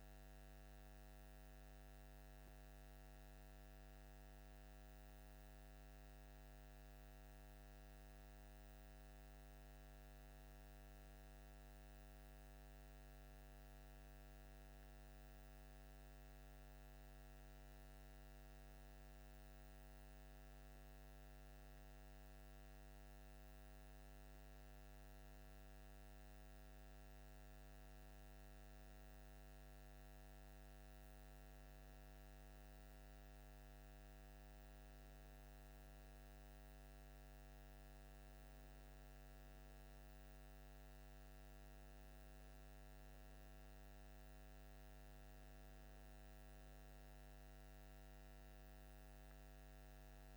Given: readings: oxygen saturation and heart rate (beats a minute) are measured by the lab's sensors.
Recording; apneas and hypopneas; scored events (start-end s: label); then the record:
breathing in sleep, hard to hear, by a microphone on the trachea; none
none scored
From the record:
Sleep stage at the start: N2 (light sleep); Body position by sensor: on the left side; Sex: male